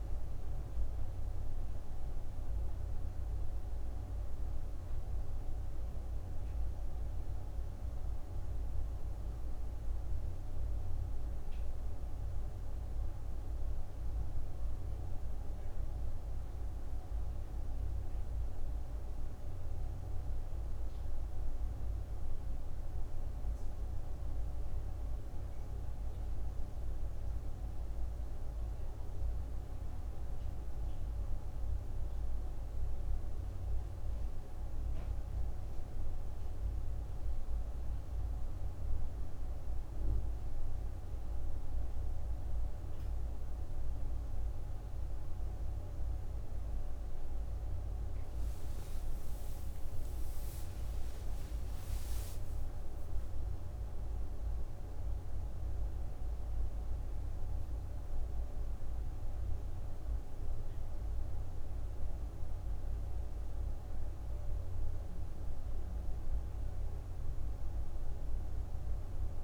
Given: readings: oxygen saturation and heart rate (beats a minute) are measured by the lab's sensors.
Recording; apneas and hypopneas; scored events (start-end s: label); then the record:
breathing in sleep, hard to hear, by a room microphone; none
48.50-53.00 s: arousal
48.50-69.44 s: new sleep stage, N1 (lightest sleep)
From the record:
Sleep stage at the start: N2 (light sleep); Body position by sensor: on the right side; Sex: female